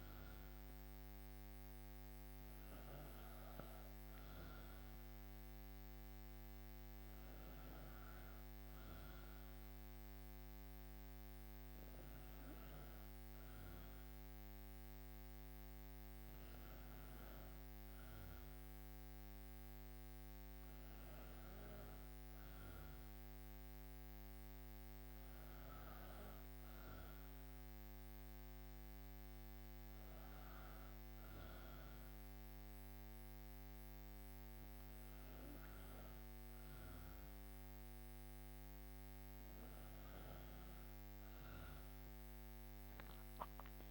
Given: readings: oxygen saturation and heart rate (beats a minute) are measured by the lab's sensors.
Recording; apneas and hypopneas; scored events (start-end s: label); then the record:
breathing in sleep, hard to hear, by a microphone on the trachea; none
none scored
From the record:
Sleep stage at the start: N2 (light sleep); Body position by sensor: on the right side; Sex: female